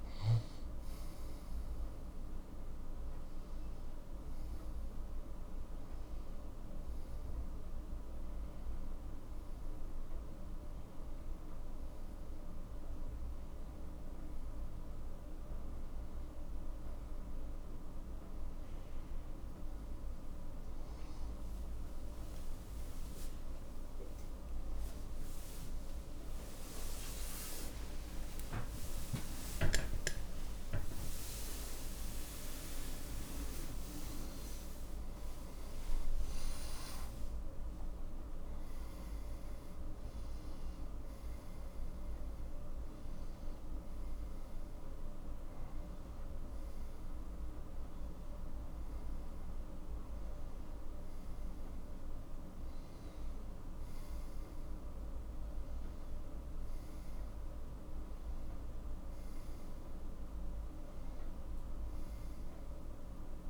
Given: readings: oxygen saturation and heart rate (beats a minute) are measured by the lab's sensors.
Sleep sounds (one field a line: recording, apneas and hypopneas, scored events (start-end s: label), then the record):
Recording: a person partly awake in a sleep study, hard to hear, by a room microphone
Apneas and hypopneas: none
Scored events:
0.00-1.00 s: arousal
26.50-56.50 s: new sleep stage, awake
56.50-63.50 s: new sleep stage, N1 (lightest sleep)
From the record:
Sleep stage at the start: N2 (light sleep)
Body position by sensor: on the back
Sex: male